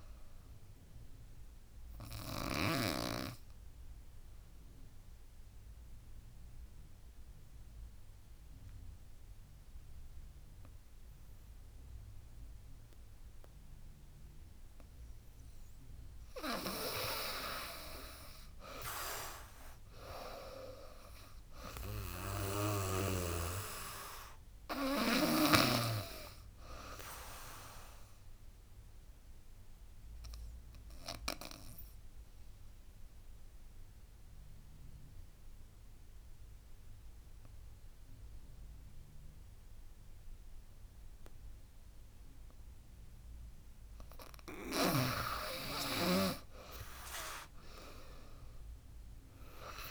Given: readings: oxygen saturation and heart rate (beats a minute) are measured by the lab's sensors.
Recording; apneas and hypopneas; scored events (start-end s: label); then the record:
breathing in sleep by a room microphone; 2
0.00-1.50 s: drop in pulse transit time (device-marked, heart rate 82 extreme)
0.00-2.50 s: snoring (device-marked)
0.00-8.50 s: oxygen desaturation (device-marked, oxygen 92% lowest, heart rate 71 extreme)
1.00-16.00 s: obstructive apnea (oxygen 98% before, 89% lowest, heart rate 81 before, 70 extreme, up 16 after)
18.00-21.50 s: arousal
18.50-31.50 s: drop in pulse transit time (device-marked, heart rate 79 before, 75 extreme)
20.50-40.50 s: oxygen desaturation (device-marked, oxygen 98% before, 89% lowest, heart rate 79 before, 68 extreme)
28.50-43.50 s: obstructive apnea (oxygen 98% before, 89% lowest, heart rate 83 before, 67 extreme, up 19 after)
45.50-49.00 s: arousal
47.50-49.91 s: drop in pulse transit time (device-marked, heart rate 75 before, 76 extreme)
48.50-49.91 s: oxygen desaturation (device-marked, oxygen 98% before, 90% lowest, heart rate 75 before, 67 extreme)
From the record:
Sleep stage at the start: N2 (light sleep); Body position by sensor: on the back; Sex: female